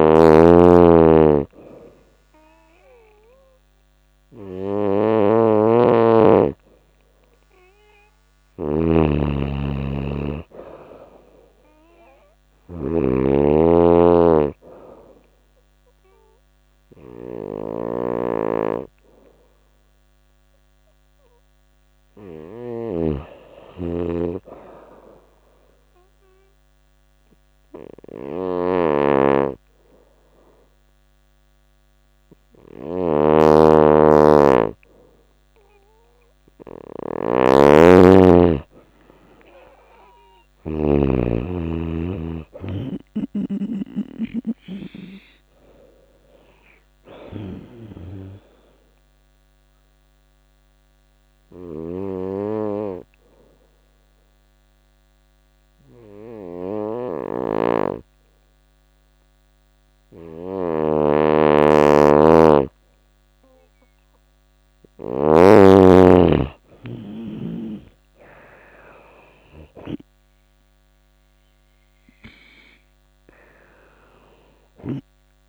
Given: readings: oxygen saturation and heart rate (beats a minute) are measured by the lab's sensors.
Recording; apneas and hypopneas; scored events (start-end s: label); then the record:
breathing in sleep by a microphone on the trachea; 2
0.00-40.50 s: snoring (device-marked)
26.00-36.00 s: obstructive apnea (oxygen 96% before, 89% lowest, heart rate 85 before, 84 extreme, up 2 after)
39.00-42.50 s: arousal
42.50-74.50 s: snoring (device-marked)
46.00-63.00 s: oxygen desaturation (device-marked, oxygen 94% before, 89% lowest, heart rate 86 before, 84 extreme)
49.00-63.50 s: obstructive apnea (oxygen 96% before, 89% lowest, heart rate 86 before, 84 extreme, up 4 after)
66.00-70.00 s: arousal
72.00-75.49 s: oxygen desaturation (device-marked, oxygen 97% before, 89% lowest, heart rate 86 before, 84 extreme)
From the record:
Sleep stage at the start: N2 (light sleep); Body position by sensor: on the right side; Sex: female